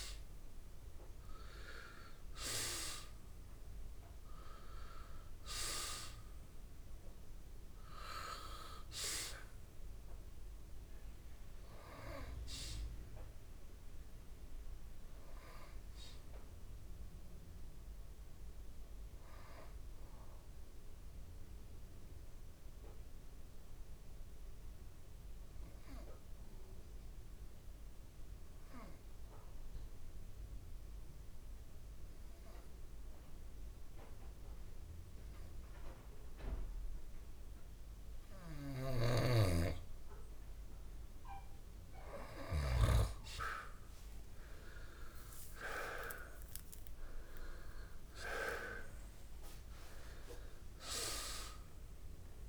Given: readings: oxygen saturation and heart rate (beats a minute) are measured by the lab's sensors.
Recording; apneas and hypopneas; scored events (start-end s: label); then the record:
breathing in sleep by a room microphone; 1
0.00-23.00 s: oxygen desaturation (device-marked, oxygen 89% lowest)
19.00-39.00 s: central apnea (oxygen 92% before, 88% lowest)
39.00-52.49 s: oxygen desaturation (device-marked, oxygen 97% before, 88% lowest)
45.00-51.50 s: arousal
From the record:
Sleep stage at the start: N2 (light sleep); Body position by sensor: on the back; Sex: male